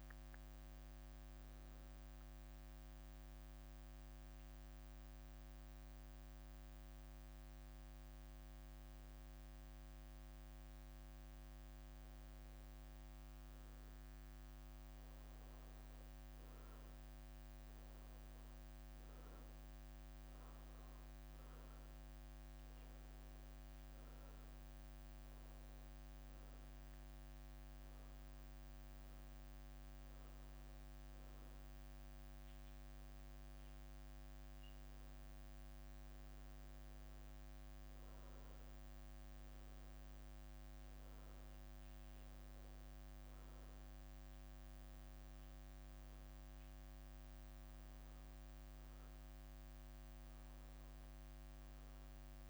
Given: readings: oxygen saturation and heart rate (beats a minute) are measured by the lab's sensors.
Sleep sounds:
breathing in sleep, hard to hear, by a microphone on the trachea; 1
2.50-13.00 s: hypopnea (oxygen 95% before, 92% lowest, heart rate 76 before, 69 extreme, up 3 after)
13.50-16.50 s: arousal
15.00-17.00 s: leg movement (device-marked)
20.00-31.00 s: oxygen desaturation (device-marked, oxygen 98% before, 94% lowest, heart rate 73 before, 69 extreme)
20.50-22.00 s: leg movement (device-marked)
37.00-38.00 s: leg movement (device-marked)
39.00-43.00 s: leg movement (device-marked)
44.50-48.00 s: leg movement (device-marked)
51.00-52.50 s: long interval between heartbeats (device-marked, heart rate 71 before, 79 extreme)
From the record:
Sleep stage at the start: N1 (lightest sleep); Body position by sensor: on the back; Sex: female

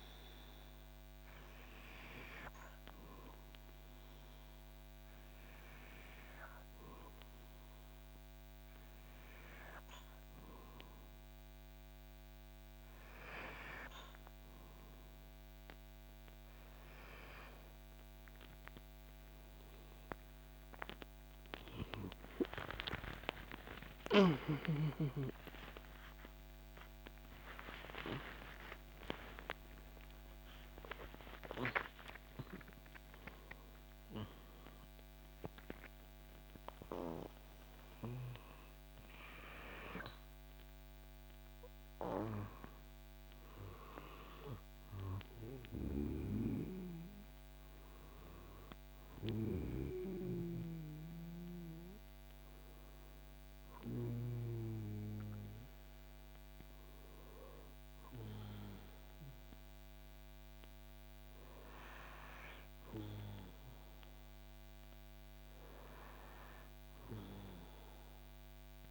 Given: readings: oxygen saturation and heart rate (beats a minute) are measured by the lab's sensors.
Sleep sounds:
breathing in sleep by a microphone on the trachea; none
18.00-24.50 s: arousal
From the record:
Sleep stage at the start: N2 (light sleep); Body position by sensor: on the back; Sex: male

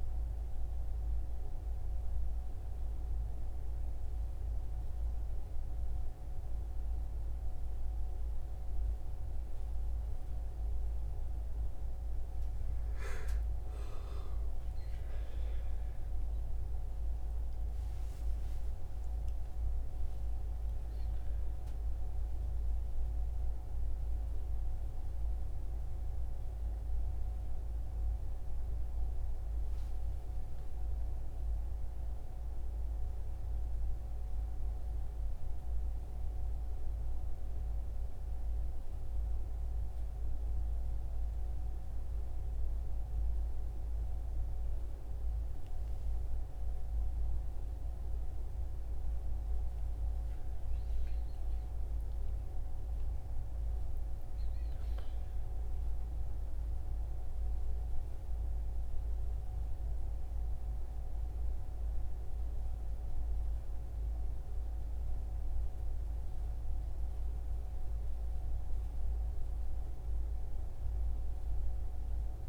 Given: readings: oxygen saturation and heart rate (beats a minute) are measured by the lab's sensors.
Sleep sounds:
a person awake in a sleep study, hard to hear, by a room microphone; none
68.00-72.49 s: new sleep stage, N1 (lightest sleep)
From the record:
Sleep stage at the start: awake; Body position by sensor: on the back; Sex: male

